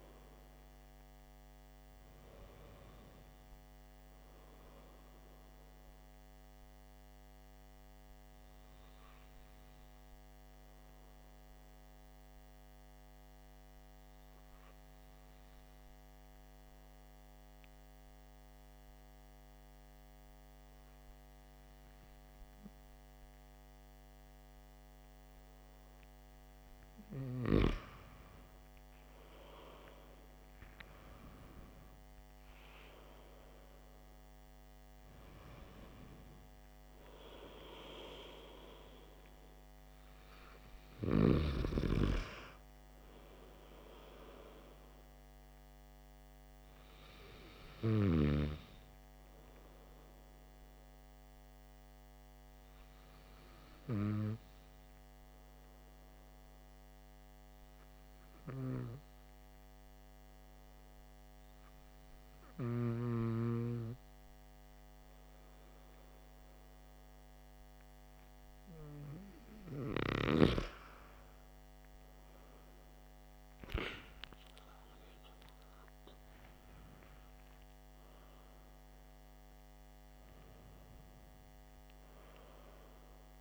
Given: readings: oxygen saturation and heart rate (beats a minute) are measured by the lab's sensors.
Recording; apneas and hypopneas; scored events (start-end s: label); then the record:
breathing in sleep by a microphone on the trachea; 2
6.00-27.00 s: hypopnea (oxygen 97% before, 93% lowest, heart rate 54 before, 50 extreme, up 8 after)
29.00-34.50 s: arousal
46.50-70.00 s: hypopnea (oxygen 96% before, 93% lowest, heart rate 58 before, 48 extreme, up 11 after)
72.50-78.00 s: arousal
From the record:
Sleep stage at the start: N2 (light sleep); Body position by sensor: on the back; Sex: male